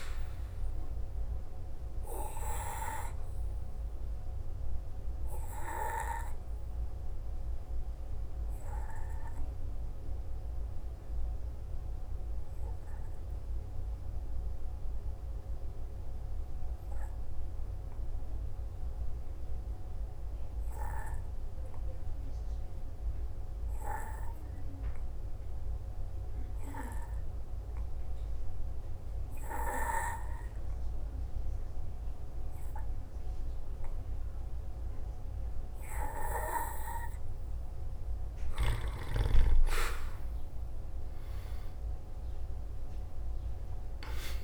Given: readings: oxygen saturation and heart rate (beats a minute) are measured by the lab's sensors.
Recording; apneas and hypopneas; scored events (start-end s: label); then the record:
breathing in sleep by a room microphone; 1
0.00-27.50 s: oxygen desaturation (device-marked, oxygen 85% lowest, heart rate 53 extreme)
2.00-38.00 s: obstructive apnea (oxygen 97% before, 83% lowest, heart rate 56 before, 53 extreme, up 6 after)
40.00-44.44 s: arousal
40.50-44.44 s: oxygen desaturation (device-marked, oxygen 97% before, 83% lowest, heart rate 55 before, 55 extreme)
From the record:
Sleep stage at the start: N2 (light sleep); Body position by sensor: on the back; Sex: male